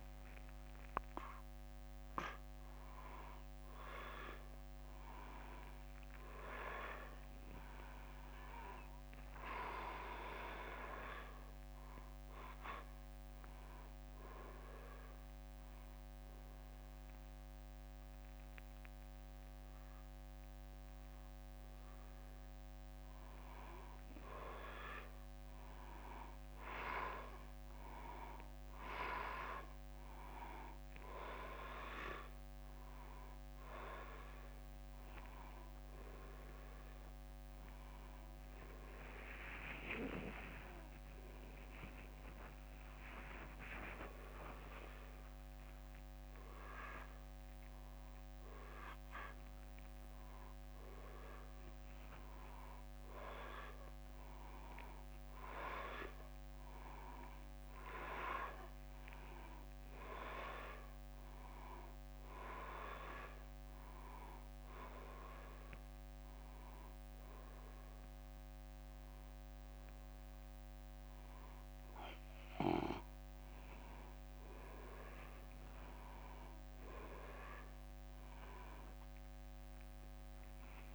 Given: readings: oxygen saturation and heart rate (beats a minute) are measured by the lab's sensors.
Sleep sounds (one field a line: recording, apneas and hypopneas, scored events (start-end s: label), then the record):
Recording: a person awake in a sleep study, by a microphone on the trachea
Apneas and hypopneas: none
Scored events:
38.50-45.50 s: oxygen desaturation (device-marked, oxygen 97% before, 94% lowest, heart rate 129 before, 79 extreme)
From the record:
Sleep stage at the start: awake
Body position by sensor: upright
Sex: male